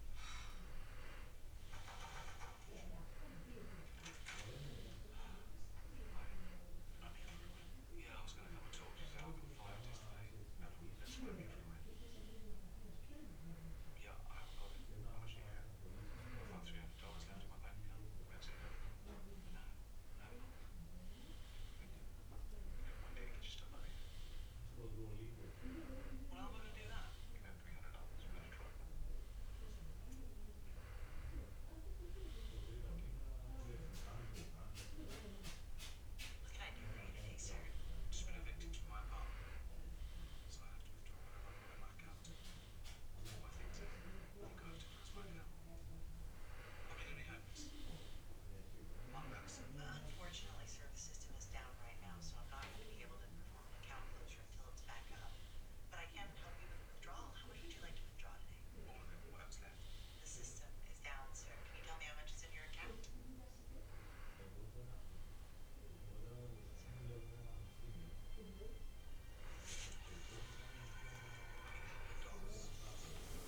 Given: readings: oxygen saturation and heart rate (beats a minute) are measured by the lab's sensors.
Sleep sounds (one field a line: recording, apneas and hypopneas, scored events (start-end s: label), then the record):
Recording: breathing in sleep by a room microphone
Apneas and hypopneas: none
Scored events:
none scored
From the record:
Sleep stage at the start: N2 (light sleep)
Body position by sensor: on the back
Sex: male